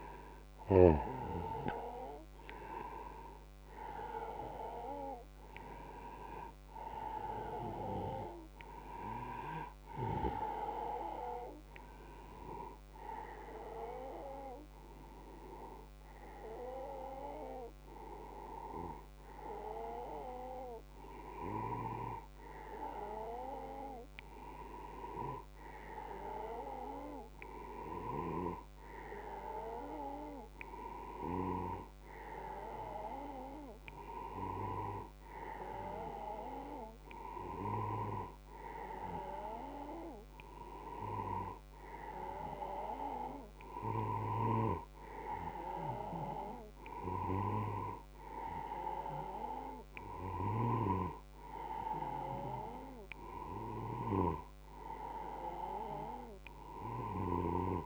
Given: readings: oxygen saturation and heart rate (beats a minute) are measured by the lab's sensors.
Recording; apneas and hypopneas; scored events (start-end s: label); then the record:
breathing in sleep by a microphone on the trachea; none
none scored
From the record:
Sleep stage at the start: N1 (lightest sleep); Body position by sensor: on the right side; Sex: male